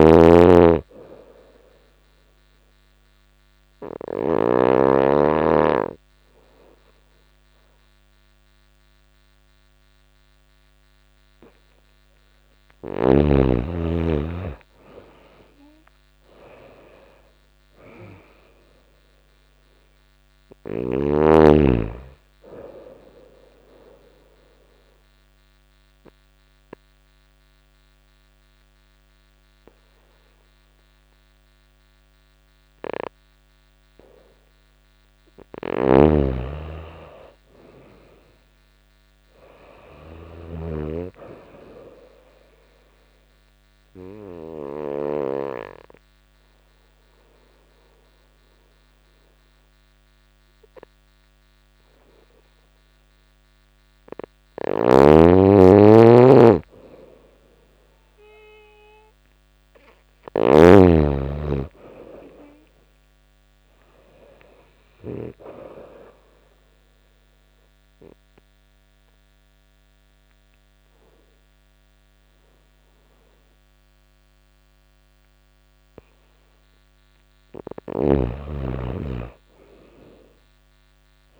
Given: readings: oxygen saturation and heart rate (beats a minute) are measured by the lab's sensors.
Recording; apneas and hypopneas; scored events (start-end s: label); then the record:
breathing in sleep by a microphone on the trachea; 4
0.00-4.00 s: snoring (device-marked)
0.50-12.00 s: obstructive apnea (oxygen 97% before, 89% lowest, heart rate 88 before, 86 extreme, up 5 after)
13.00-16.00 s: arousal
19.00-35.00 s: oxygen desaturation (device-marked, oxygen 95% before, 89% lowest, heart rate 88 before, 85 extreme)
23.50-34.00 s: obstructive apnea (oxygen 97% before, 89% lowest, heart rate 89 before, 85 extreme, up 4 after)
35.00-40.00 s: snoring (device-marked)
36.50-40.00 s: arousal
42.50-53.50 s: obstructive apnea (oxygen 97% before, 90% lowest, heart rate 88 before, 85 extreme, up 3 after)
44.00-57.00 s: oxygen desaturation (device-marked, oxygen 97% before, 92% lowest, heart rate 88 before, 85 extreme)
54.00-60.00 s: snoring (device-marked)
58.50-63.00 s: arousal
65.50-75.50 s: obstructive apnea (oxygen 97% before, 90% lowest, heart rate 87 before, 86 extreme, up 0 after)
67.00-77.00 s: oxygen desaturation (device-marked, oxygen 97% before, 90% lowest, heart rate 87 before, 86 extreme)
77.00-81.39 s: snoring (device-marked)
77.50-81.00 s: arousal
From the record:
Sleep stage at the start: N2 (light sleep); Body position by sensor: on the right side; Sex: female